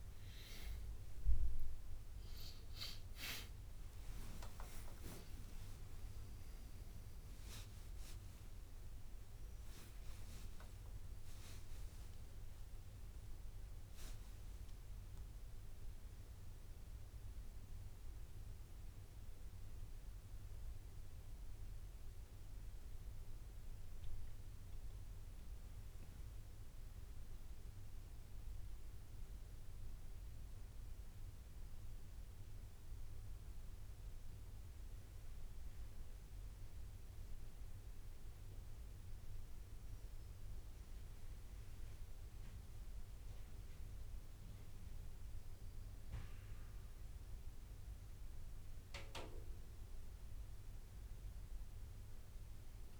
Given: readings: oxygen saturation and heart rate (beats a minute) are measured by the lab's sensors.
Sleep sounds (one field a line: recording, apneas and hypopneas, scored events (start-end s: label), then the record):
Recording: a person partly awake in a sleep study, by a room microphone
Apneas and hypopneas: none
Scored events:
26.50-53.00 s: new sleep stage, N1 (lightest sleep)
From the record:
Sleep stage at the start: awake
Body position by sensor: on the back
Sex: male